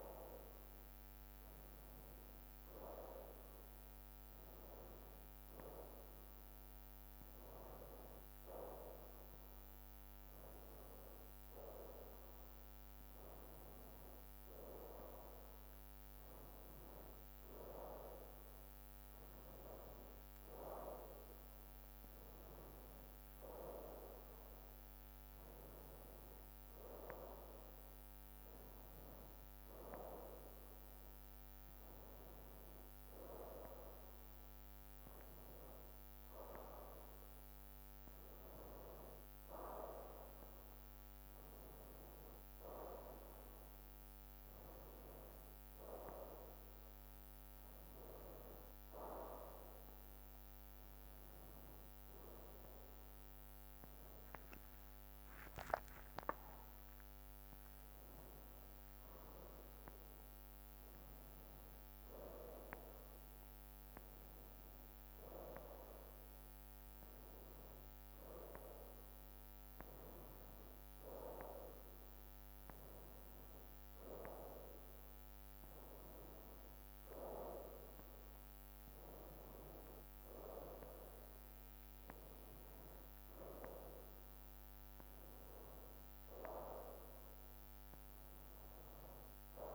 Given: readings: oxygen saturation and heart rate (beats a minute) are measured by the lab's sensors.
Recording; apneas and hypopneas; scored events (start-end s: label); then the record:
a person awake in a sleep study, by a microphone on the trachea; none
55.00-59.50 s: arousal
From the record:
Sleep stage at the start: awake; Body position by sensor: on the right side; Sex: male